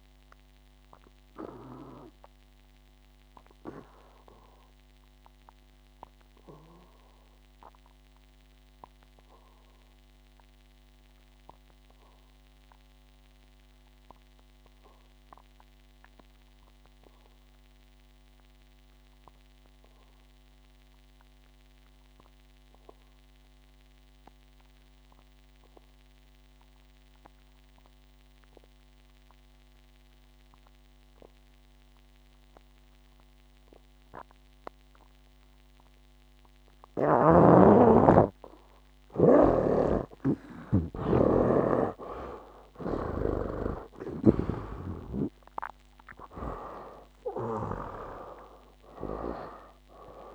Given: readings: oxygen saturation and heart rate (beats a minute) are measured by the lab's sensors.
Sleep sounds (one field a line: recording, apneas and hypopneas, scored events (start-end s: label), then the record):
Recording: breathing in sleep by a microphone on the trachea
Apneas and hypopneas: 1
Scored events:
0.00-22.00 s: oxygen desaturation (device-marked, oxygen 68% lowest, heart rate 58 extreme)
1.00-38.00 s: obstructive apnea (oxygen 97% before, 67% lowest, heart rate 65 before, 58 extreme, up 16 after)
24.00-50.35 s: oxygen desaturation (device-marked, oxygen 97% before, 67% lowest, heart rate 64 before, 56 extreme)
36.00-38.00 s: long interval between heartbeats (device-marked, heart rate 60 before, 68 extreme)
42.50-46.00 s: arousal
From the record:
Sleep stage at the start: N2 (light sleep)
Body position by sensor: on the back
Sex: male